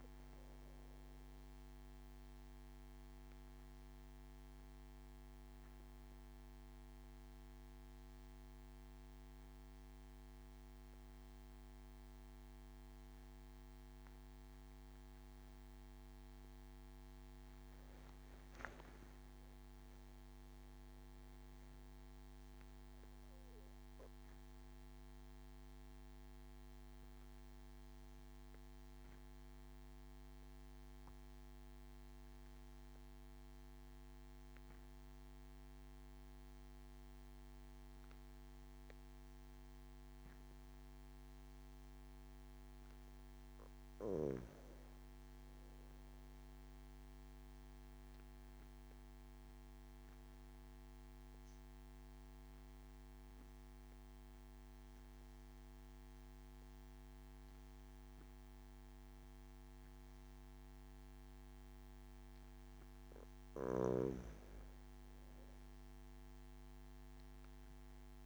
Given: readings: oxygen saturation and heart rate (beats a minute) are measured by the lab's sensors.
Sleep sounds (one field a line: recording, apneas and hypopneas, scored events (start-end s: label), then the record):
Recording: breathing in sleep, hard to hear, by a microphone on the trachea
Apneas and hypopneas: 3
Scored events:
2.00-15.50 s: obstructive apnea (oxygen 98% before, 94% lowest, heart rate 68 before, 26 extreme, up 0 after)
16.50-20.50 s: arousal
24.50-41.50 s: obstructive apnea (oxygen 97% before, 93% lowest)
42.50-46.50 s: arousal
49.00-61.50 s: obstructive apnea (oxygen 98% before, 89% lowest)
63.00-66.50 s: arousal
From the record:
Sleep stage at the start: N2 (light sleep)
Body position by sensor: on the back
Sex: male